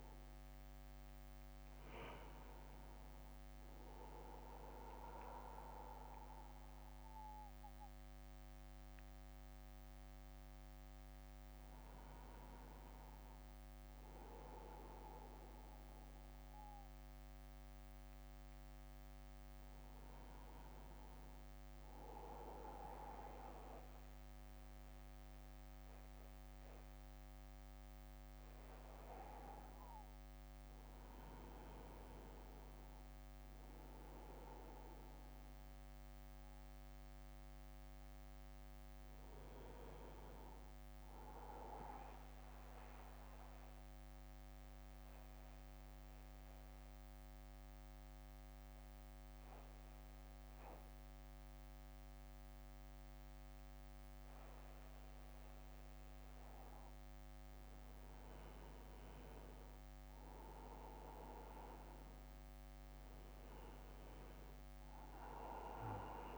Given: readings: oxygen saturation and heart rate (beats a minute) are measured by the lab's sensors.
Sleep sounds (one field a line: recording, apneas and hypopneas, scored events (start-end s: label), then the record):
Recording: breathing in sleep by a microphone on the trachea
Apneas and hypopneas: 1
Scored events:
0.00-6.00 s: drop in pulse transit time (device-marked, heart rate 67 extreme)
25.00-66.38 s: new sleep stage, N2 (light sleep)
33.00-37.00 s: arousal
37.00-52.00 s: drop in pulse transit time (device-marked, heart rate 55 before, 53 extreme)
42.50-56.50 s: central apnea (oxygen 99% before, 91% lowest, heart rate 55 before, 55 extreme, up 6 after)
58.50-62.50 s: arousal
64.00-66.38 s: oxygen desaturation (device-marked, oxygen 98% before, 95% lowest, heart rate 58 before, 57 extreme)
From the record:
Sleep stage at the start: N1 (lightest sleep)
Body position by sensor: on the right side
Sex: male